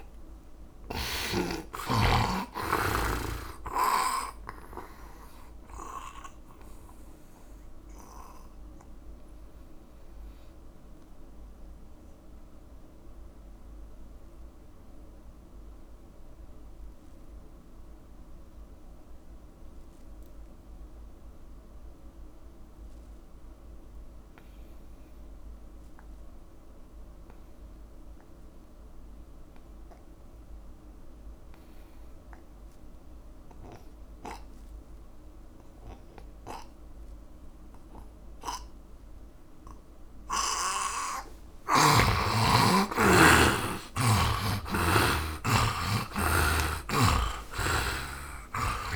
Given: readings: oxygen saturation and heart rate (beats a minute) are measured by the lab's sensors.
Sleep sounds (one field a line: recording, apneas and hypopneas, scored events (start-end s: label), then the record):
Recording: breathing in sleep by a room microphone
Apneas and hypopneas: 1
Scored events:
0.00-19.50 s: oxygen desaturation (device-marked, oxygen 80% lowest)
7.00-41.50 s: obstructive apnea (oxygen 100% before, 78% lowest)
32.50-48.96 s: oxygen desaturation (device-marked, oxygen 99% before, 78% lowest)
43.50-48.00 s: arousal
From the record:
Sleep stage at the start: N2 (light sleep)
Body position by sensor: on the right side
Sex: male